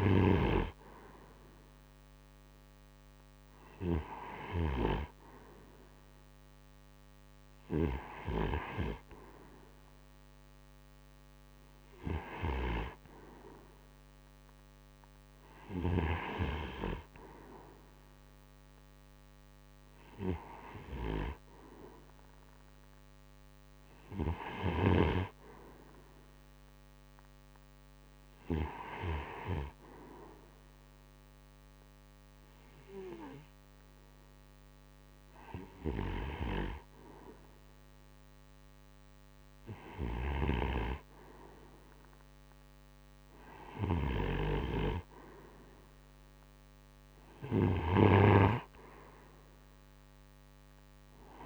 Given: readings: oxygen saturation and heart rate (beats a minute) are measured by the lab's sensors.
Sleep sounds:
breathing in sleep by a microphone on the trachea; 1
0.00-4.00 s: snoring (device-marked)
28.00-40.50 s: hypopnea (oxygen 91% before, 86% lowest, heart rate 60 before, 27 extreme, up 13 after)
39.00-43.50 s: snoring (device-marked)
44.50-47.50 s: arousal
From the record:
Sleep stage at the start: REM sleep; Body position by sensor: on the right side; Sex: male

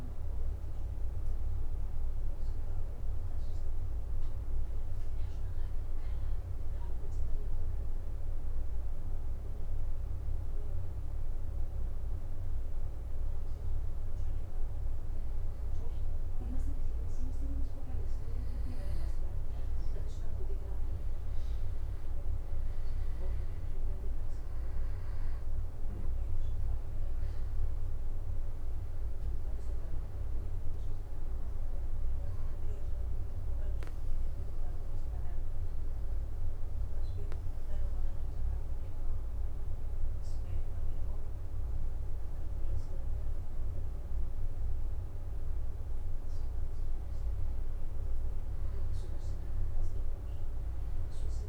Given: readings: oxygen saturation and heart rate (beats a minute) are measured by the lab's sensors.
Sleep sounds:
a person awake in a sleep study, hard to hear, by a room microphone; 1
30.00-51.49 s: new sleep stage, N2 (light sleep)
34.50-46.50 s: obstructive apnea (oxygen 98% before, 91% lowest, heart rate 65 before, 56 extreme, up 9 after)
48.00-51.49 s: arousal
From the record:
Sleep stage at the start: awake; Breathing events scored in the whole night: 285 in 4.2 hours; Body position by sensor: on the back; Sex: male

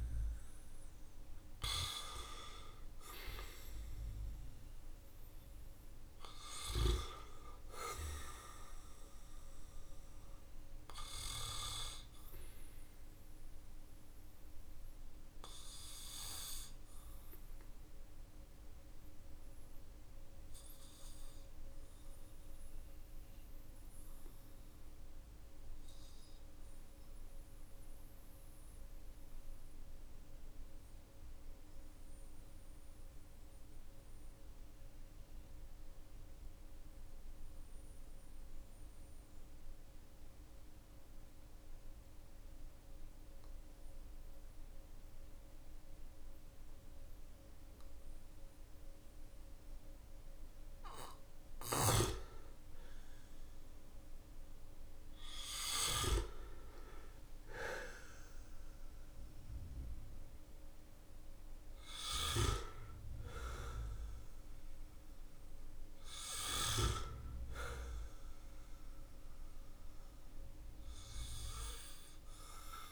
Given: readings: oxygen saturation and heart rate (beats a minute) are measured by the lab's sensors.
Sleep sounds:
breathing in sleep by a room microphone; 1
4.50-32.50 s: oxygen desaturation (device-marked, oxygen 97% before, 94% lowest, heart rate 48 before, 44 extreme)
18.00-50.00 s: obstructive apnea (oxygen 98% before, 93% lowest, heart rate 48 before, 46 extreme, up 9 after)
51.00-56.50 s: arousal
60.50-72.91 s: oxygen desaturation (device-marked, oxygen 97% before, 93% lowest, heart rate 52 before, 41 extreme)
From the record:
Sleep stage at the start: N2 (light sleep); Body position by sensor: on the back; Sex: male

